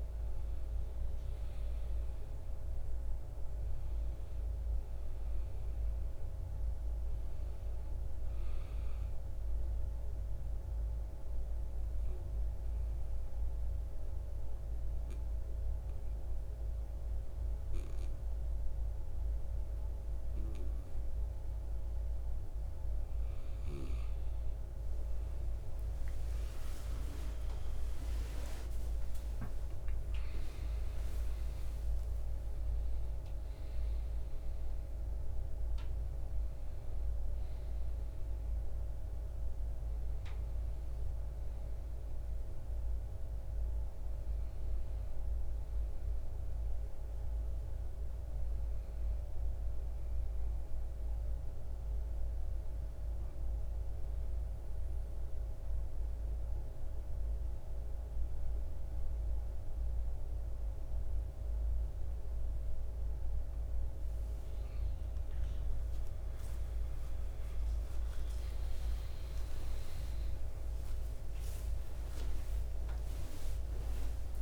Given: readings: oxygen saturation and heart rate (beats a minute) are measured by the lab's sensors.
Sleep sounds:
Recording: breathing in sleep, hard to hear, by a room microphone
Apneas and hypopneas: 2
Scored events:
0.00-1.50 s: arousal
2.00-19.00 s: oxygen desaturation (device-marked, oxygen 94% before, 88% lowest, heart rate 61 before, 56 extreme)
9.50-22.00 s: obstructive apnea (oxygen 95% before, 88% lowest, heart rate 64 before, 56 extreme, up 8 after)
27.50-32.00 s: arousal
32.00-50.00 s: oxygen desaturation (device-marked, oxygen 96% before, 89% lowest, heart rate 59 before, 53 extreme)
51.50-65.00 s: mixed apnea (oxygen 96% before, 92% lowest, heart rate 62 before, 53 extreme, up 36 after)
67.50-73.00 s: arousal
From the record:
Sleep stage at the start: N2 (light sleep)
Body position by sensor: on the back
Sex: male

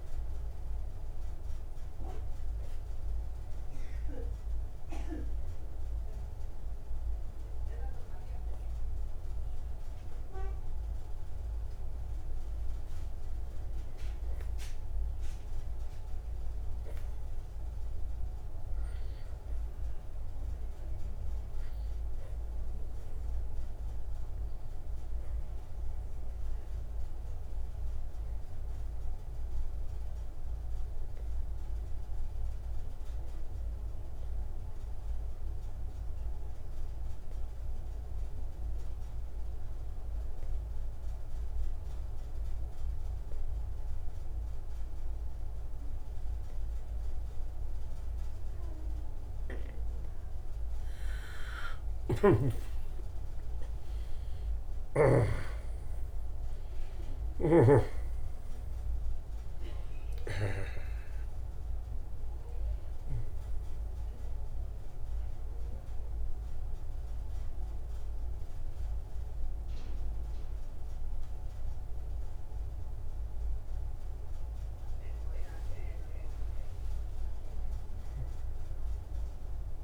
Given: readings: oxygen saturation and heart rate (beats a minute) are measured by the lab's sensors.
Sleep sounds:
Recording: breathing in sleep by a room microphone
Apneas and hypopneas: 2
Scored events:
0.00-14.00 s: oxygen desaturation (device-marked, oxygen 91% lowest, heart rate 44 extreme)
2.00-12.50 s: hypopnea (oxygen 97% before, 80% lowest, heart rate 135 before, 44 extreme, up 18 after)
15.50-21.00 s: arousal
29.00-50.50 s: obstructive apnea (oxygen 96% before, 74% lowest, heart rate 94 before, 87 extreme, up 38 after)
51.00-79.84 s: oxygen desaturation (device-marked, oxygen 93% before, 74% lowest, heart rate 106 before, 69 extreme)
52.00-55.50 s: snoring (device-marked)
53.50-58.50 s: arousal
70.00-79.84 s: new sleep stage, N1 (lightest sleep)
From the record:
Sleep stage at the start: N2 (light sleep)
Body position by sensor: on the right side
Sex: male

